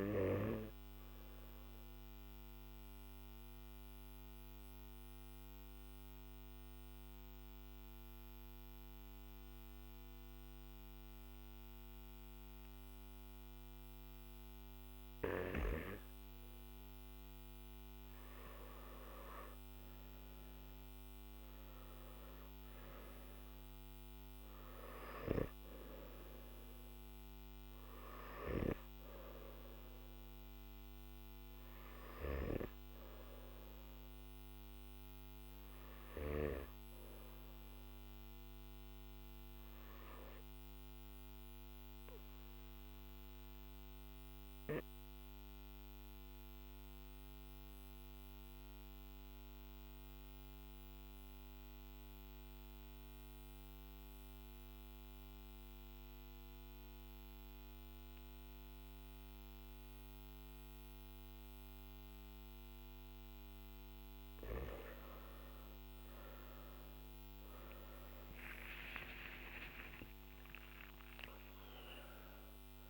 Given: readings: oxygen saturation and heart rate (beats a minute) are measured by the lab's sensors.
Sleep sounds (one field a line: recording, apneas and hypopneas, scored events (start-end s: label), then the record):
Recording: breathing in sleep by a microphone on the trachea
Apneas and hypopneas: 2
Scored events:
1.50-15.50 s: obstructive apnea (oxygen 96% before, 93% lowest, heart rate 50 before, 49 extreme, up 9 after)
21.50-44.50 s: oxygen desaturation (device-marked, oxygen 98% before, 93% lowest, heart rate 52 before, 47 extreme)
40.50-62.50 s: obstructive apnea (oxygen 98% before, 94% lowest, heart rate 52 before, 47 extreme, up 17 after)
From the record:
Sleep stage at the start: N1 (lightest sleep)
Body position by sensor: on the back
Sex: male